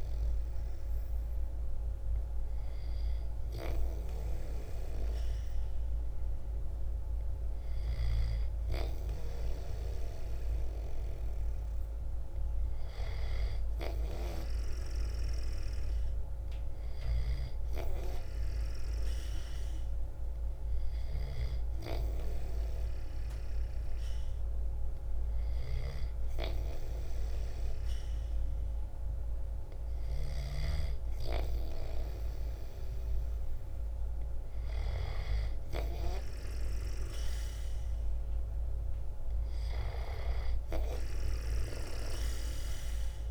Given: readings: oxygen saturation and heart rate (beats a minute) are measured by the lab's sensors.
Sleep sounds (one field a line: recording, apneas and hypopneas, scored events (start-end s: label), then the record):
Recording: breathing in sleep by a room microphone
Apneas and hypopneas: 1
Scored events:
0.00-14.00 s: oxygen desaturation (device-marked, oxygen 90% lowest, heart rate 51 extreme)
19.00-32.00 s: hypopnea (oxygen 95% before, 90% lowest, heart rate 53 before, 53 extreme, up 1 after)
35.00-39.50 s: arousal
From the record:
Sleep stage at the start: N2 (light sleep)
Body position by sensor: on the back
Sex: male